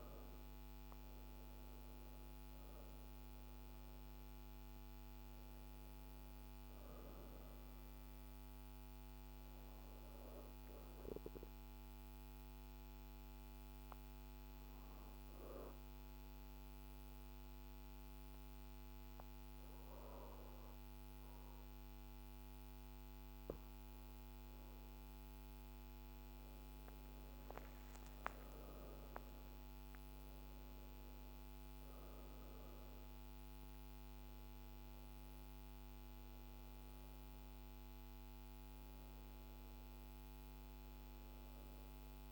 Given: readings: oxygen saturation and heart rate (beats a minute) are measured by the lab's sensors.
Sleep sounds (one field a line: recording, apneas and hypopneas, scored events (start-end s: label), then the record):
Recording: breathing in sleep, hard to hear, by a microphone on the trachea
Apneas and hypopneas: 1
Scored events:
11.50-26.00 s: obstructive apnea (oxygen 94% before, 89% lowest, heart rate 58 before, 51 extreme, up 14 after)
26.50-30.50 s: arousal
33.00-42.32 s: oxygen desaturation (device-marked, oxygen 96% before, 89% lowest, heart rate 59 before, 51 extreme)
From the record:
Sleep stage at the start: N2 (light sleep)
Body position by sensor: on the back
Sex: female